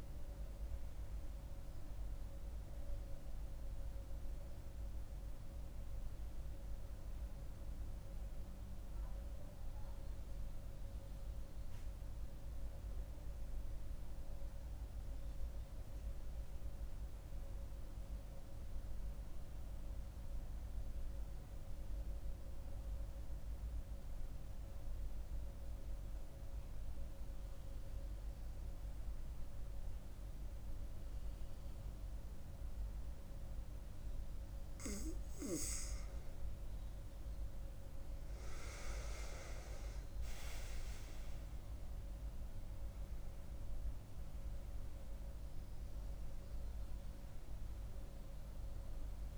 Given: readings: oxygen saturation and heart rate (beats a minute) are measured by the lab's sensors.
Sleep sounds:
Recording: breathing in sleep, hard to hear, by a room microphone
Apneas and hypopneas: 1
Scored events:
0.00-8.00 s: oxygen desaturation (device-marked, oxygen 92% lowest, heart rate 65 extreme)
10.50-34.00 s: mixed apnea (oxygen 98% before, 91% lowest, heart rate 88 before, 65 extreme, up 7 after)
31.00-49.38 s: oxygen desaturation (device-marked, oxygen 98% before, 91% lowest, heart rate 68 before, 66 extreme)
36.50-41.00 s: arousal
From the record:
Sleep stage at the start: N2 (light sleep)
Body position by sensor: on the back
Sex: female

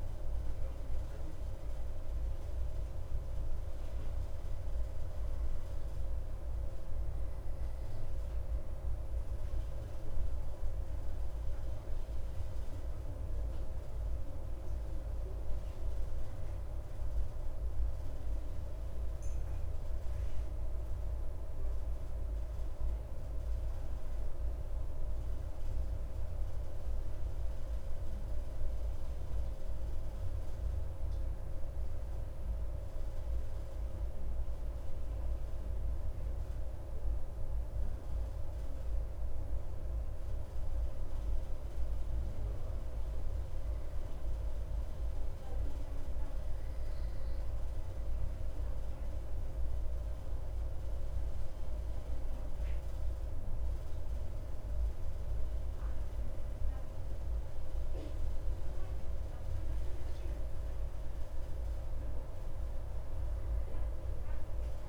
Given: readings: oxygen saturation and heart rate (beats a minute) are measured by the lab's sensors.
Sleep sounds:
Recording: breathing in sleep, hard to hear, by a room microphone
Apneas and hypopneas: 1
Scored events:
39.50-54.50 s: hypopnea (oxygen 97% before, 96% lowest)
57.50-62.00 s: arousal
From the record:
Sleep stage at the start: N2 (light sleep)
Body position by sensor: on the back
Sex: male

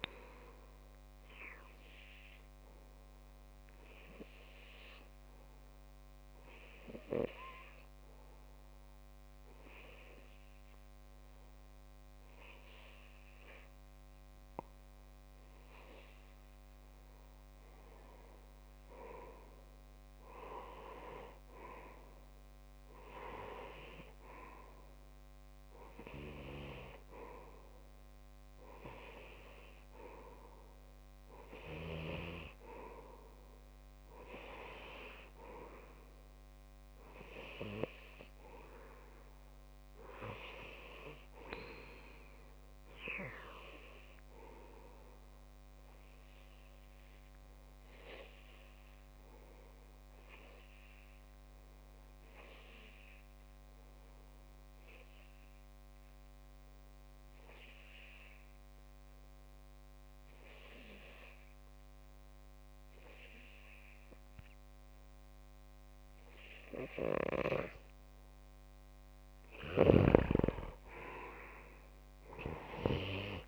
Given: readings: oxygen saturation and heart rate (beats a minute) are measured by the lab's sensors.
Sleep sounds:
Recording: breathing in sleep by a microphone on the trachea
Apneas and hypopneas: 2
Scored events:
0.00-15.00 s: oxygen desaturation (device-marked, oxygen 92% lowest)
0.50-16.00 s: obstructive apnea (oxygen 97% before, 92% lowest)
19.50-24.00 s: arousal
46.00-68.50 s: obstructive apnea (oxygen 95% before, 92% lowest)
71.50-73.48 s: arousal
From the record:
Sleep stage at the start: REM sleep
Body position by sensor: on the left side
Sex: male

